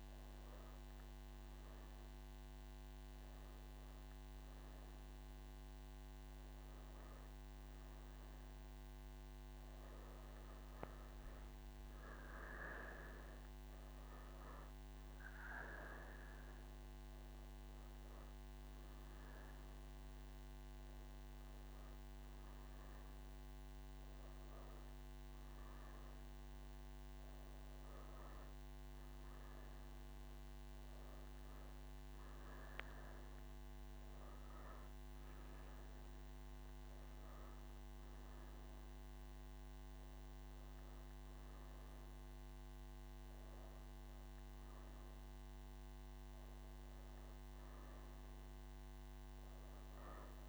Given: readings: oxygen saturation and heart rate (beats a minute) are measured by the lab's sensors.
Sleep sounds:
breathing in sleep, hard to hear, by a microphone on the trachea; none
none scored
From the record:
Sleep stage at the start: N3 (deep sleep); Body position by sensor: on the right side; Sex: female

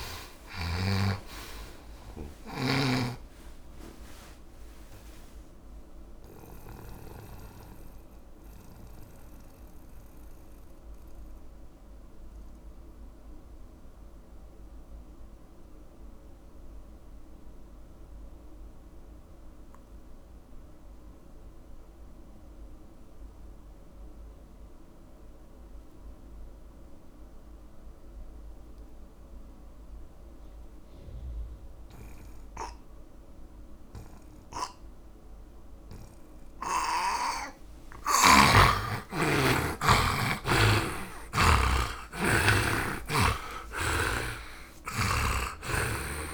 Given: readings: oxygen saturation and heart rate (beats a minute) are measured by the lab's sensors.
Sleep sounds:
breathing in sleep by a room microphone; 1
0.00-23.00 s: oxygen desaturation (device-marked, oxygen 79% lowest)
1.00-7.00 s: snoring (device-marked)
5.50-37.50 s: mixed apnea (oxygen 100% before, 78% lowest)
32.00-46.34 s: oxygen desaturation (device-marked, oxygen 100% before, 78% lowest)
39.00-42.50 s: arousal
From the record:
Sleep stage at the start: N2 (light sleep); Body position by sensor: on the right side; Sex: male

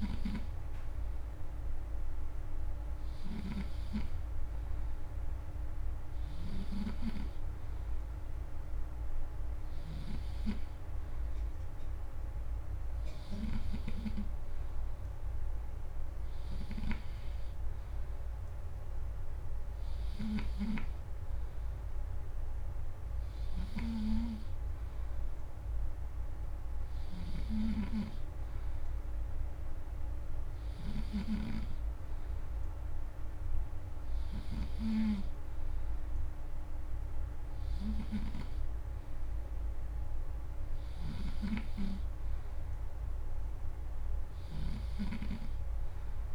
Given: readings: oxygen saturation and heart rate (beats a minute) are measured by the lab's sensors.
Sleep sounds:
breathing in sleep by a room microphone; none
3.00-10.00 s: snoring (device-marked)
20.00-23.50 s: snoring (device-marked)
30.50-34.50 s: snoring (device-marked)
40.50-45.00 s: snoring (device-marked)
From the record:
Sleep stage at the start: N3 (deep sleep); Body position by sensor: on the back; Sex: male

